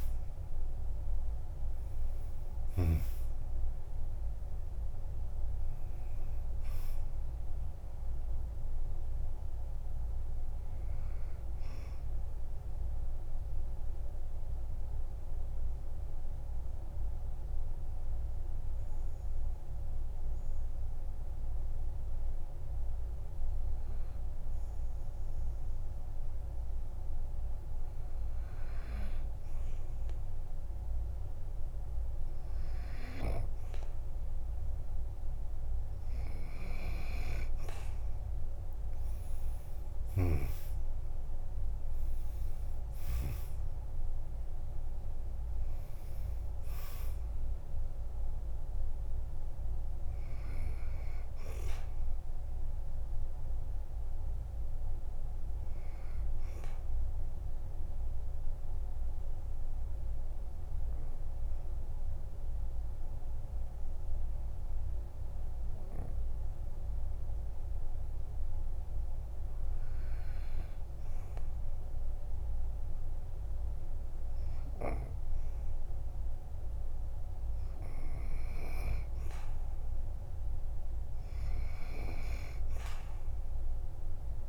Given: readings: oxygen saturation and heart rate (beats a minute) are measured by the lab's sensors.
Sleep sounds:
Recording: breathing in sleep by a room microphone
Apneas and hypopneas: 2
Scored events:
0.50-27.50 s: oxygen desaturation (device-marked, oxygen 99% before, 94% lowest, heart rate 51 before, 46 extreme)
12.50-30.50 s: mixed apnea (oxygen 99% before, 93% lowest, heart rate 56 before, 46 extreme, up 6 after)
32.50-36.50 s: arousal
37.50-53.50 s: oxygen desaturation (device-marked, oxygen 98% before, 93% lowest, heart rate 49 before, 47 extreme)
57.00-75.00 s: obstructive apnea (oxygen 98% before, 93% lowest, heart rate 56 before, 47 extreme, up 5 after)
80.50-84.49 s: oxygen desaturation (device-marked, oxygen 98% before, 93% lowest, heart rate 49 before, 47 extreme)
From the record:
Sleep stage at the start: N2 (light sleep)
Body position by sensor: on the back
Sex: male

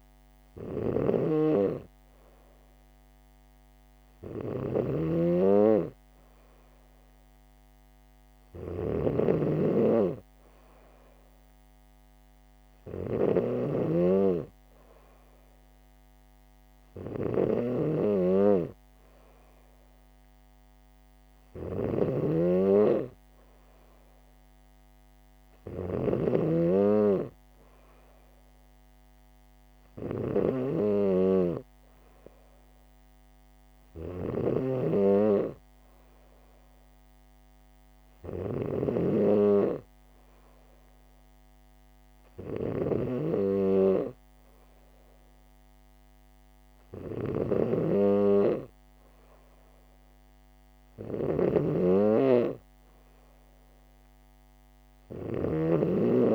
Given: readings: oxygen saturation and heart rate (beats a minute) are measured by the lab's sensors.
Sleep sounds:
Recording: breathing in sleep by a microphone on the trachea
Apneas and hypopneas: none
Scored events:
0.00-56.35 s: snoring (device-marked)
From the record:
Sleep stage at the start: N3 (deep sleep)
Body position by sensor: on the back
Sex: female

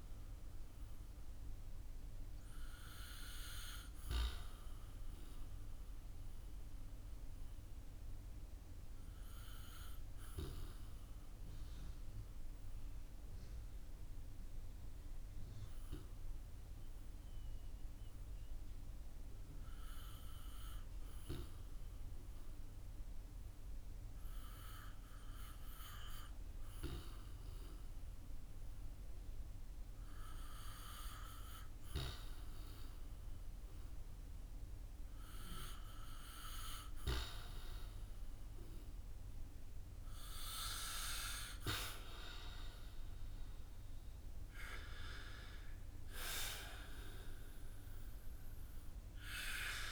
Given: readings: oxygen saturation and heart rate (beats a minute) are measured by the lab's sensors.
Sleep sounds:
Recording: breathing in sleep by a room microphone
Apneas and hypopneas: 1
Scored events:
0.00-10.00 s: oxygen desaturation (device-marked, oxygen 74% lowest, heart rate 52 extreme)
4.00-36.00 s: obstructive apnea (oxygen 90% before, 76% lowest, heart rate 65 before, 55 extreme, up 7 after)
28.00-49.92 s: oxygen desaturation (device-marked, oxygen 96% before, 86% lowest, heart rate 56 before, 50 extreme)
38.50-43.50 s: arousal
From the record:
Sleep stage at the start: REM sleep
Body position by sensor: on the back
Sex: male

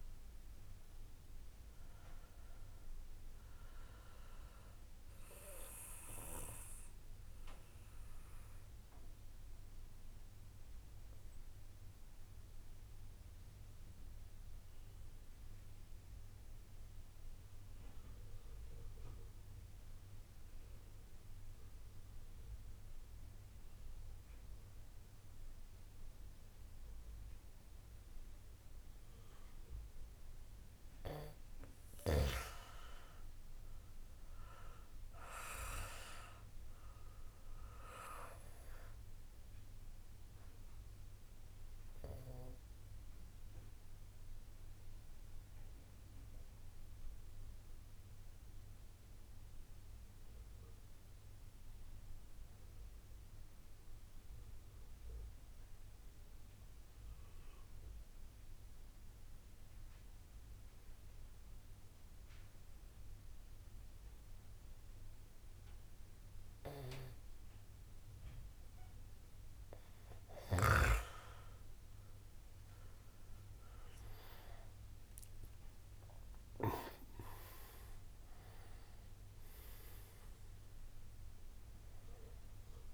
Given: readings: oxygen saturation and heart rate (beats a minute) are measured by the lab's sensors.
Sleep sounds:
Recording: breathing in sleep by a room microphone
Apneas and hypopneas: 2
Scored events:
0.00-18.00 s: oxygen desaturation (device-marked, oxygen 89% lowest, heart rate 28 extreme)
6.00-29.50 s: obstructive apnea (oxygen 97% before, 87% lowest, heart rate 53 before, 46 extreme)
31.50-34.50 s: arousal
34.00-55.00 s: oxygen desaturation (device-marked, oxygen 96% before, 89% lowest, heart rate 66 before, 51 extreme)
40.50-67.50 s: obstructive apnea (oxygen 96% before, 87% lowest)
68.00-82.94 s: oxygen desaturation (device-marked, oxygen 96% before, 87% lowest)
75.50-81.00 s: arousal
From the record:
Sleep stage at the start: N2 (light sleep)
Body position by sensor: on the back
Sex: male

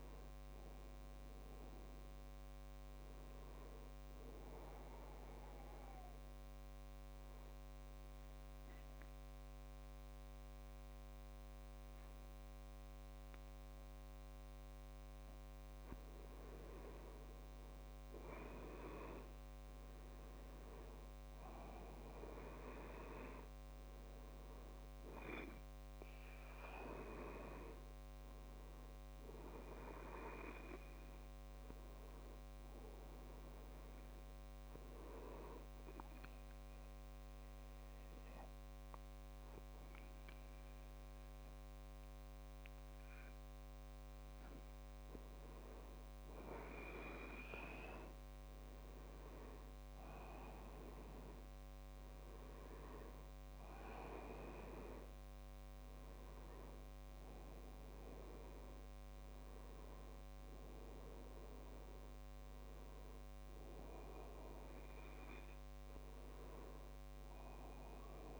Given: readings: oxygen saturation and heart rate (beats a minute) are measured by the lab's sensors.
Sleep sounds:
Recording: breathing in sleep by a microphone on the trachea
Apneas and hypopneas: 2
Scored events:
5.00-17.00 s: obstructive apnea (oxygen 97% before, 94% lowest, heart rate 72 before, 63 extreme, up 4 after)
20.00-23.00 s: arousal
24.00-36.00 s: oxygen desaturation (device-marked, oxygen 97% before, 94% lowest, heart rate 69 before, 63 extreme)
36.50-46.50 s: obstructive apnea (oxygen 97% before, 95% lowest, heart rate 68 before, 63 extreme, up 7 after)
49.00-52.50 s: arousal
From the record:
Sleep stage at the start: N2 (light sleep)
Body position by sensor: on the back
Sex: male

